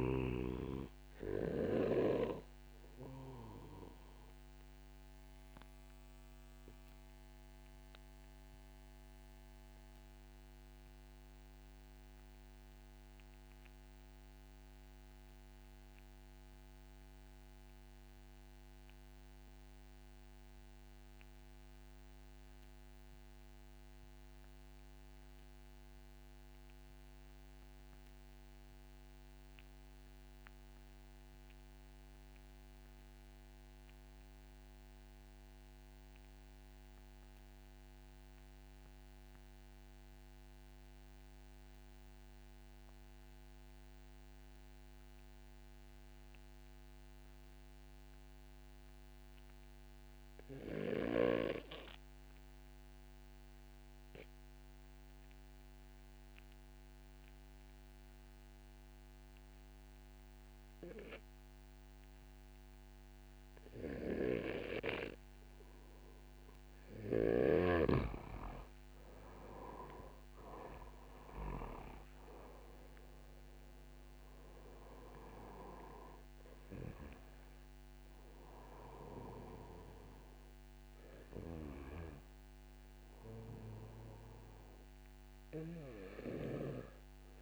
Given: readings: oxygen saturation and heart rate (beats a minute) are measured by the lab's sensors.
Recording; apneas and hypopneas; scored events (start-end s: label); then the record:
breathing in sleep by a microphone on the trachea; 1
0.00-13.50 s: oxygen desaturation (device-marked, oxygen 86% lowest)
5.00-66.50 s: obstructive apnea (oxygen 95% before, 78% lowest, heart rate 70 before, 56 extreme, up 18 after)
34.50-87.42 s: oxygen desaturation (device-marked, oxygen 96% before, 78% lowest, heart rate 68 before, 58 extreme)
69.00-72.50 s: arousal
From the record:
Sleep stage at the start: REM sleep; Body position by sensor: on the back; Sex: male